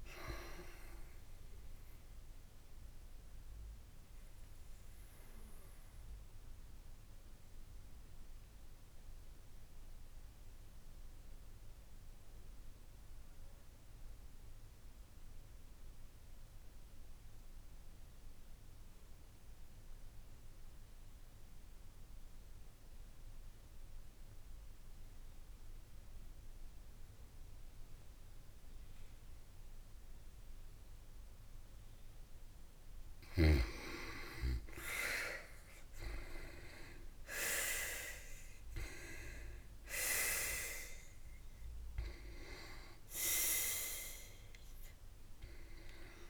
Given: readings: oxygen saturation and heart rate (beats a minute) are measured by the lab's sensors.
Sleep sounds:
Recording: breathing in sleep by a room microphone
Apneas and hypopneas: 1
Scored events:
0.00-4.00 s: oxygen desaturation (device-marked, oxygen 86% lowest, heart rate 54 extreme)
2.00-31.50 s: obstructive apnea (oxygen 94% before, 85% lowest, heart rate 64 before, 54 extreme, up 7 after)
27.00-37.00 s: oxygen desaturation (device-marked, oxygen 95% before, 88% lowest, heart rate 55 before, 54 extreme)
35.00-41.00 s: arousal
From the record:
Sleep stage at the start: N2 (light sleep)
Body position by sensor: on the back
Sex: female

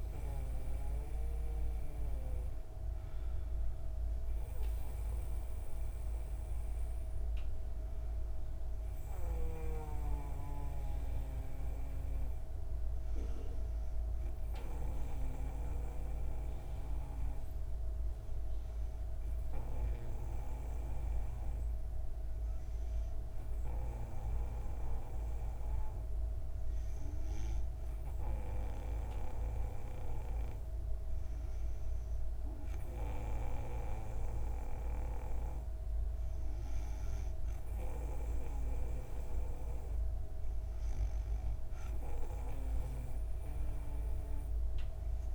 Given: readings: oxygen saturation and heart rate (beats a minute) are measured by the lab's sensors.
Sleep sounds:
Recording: breathing in sleep by a room microphone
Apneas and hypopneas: 1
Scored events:
9.00-15.50 s: snoring (device-marked)
18.00-30.00 s: hypopnea (oxygen 97% before, 95% lowest, heart rate 63 before, 63 extreme, up 4 after)
32.00-36.00 s: arousal
From the record:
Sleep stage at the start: N2 (light sleep)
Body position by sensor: on the back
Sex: female

